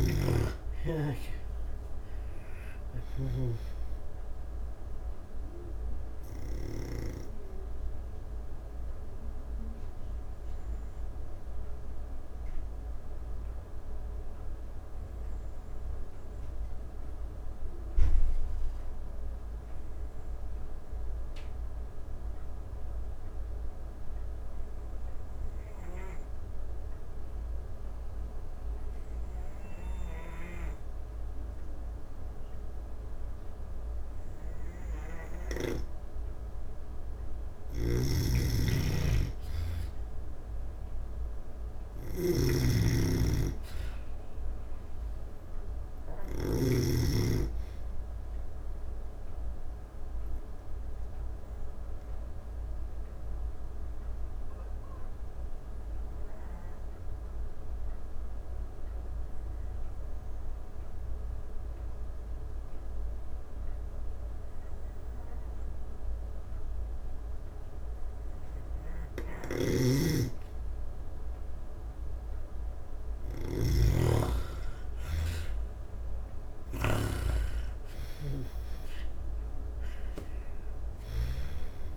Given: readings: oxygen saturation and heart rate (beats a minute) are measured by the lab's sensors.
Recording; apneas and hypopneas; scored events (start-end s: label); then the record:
breathing in sleep by a room microphone; 2
0.00-2.50 s: snoring (device-marked)
0.00-15.50 s: oxygen desaturation (device-marked, oxygen 79% lowest)
3.50-35.50 s: obstructive apnea (oxygen 97% before, 79% lowest)
34.50-64.50 s: oxygen desaturation (device-marked, oxygen 99% before, 84% lowest)
36.50-45.50 s: snoring (device-marked)
38.50-42.50 s: arousal
47.00-67.50 s: obstructive apnea (oxygen 99% before, 84% lowest)
68.50-81.97 s: snoring (device-marked)
69.00-73.00 s: arousal
70.50-81.97 s: oxygen desaturation (device-marked, oxygen 97% before, 85% lowest)
From the record:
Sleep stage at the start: N2 (light sleep); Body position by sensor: on the back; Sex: female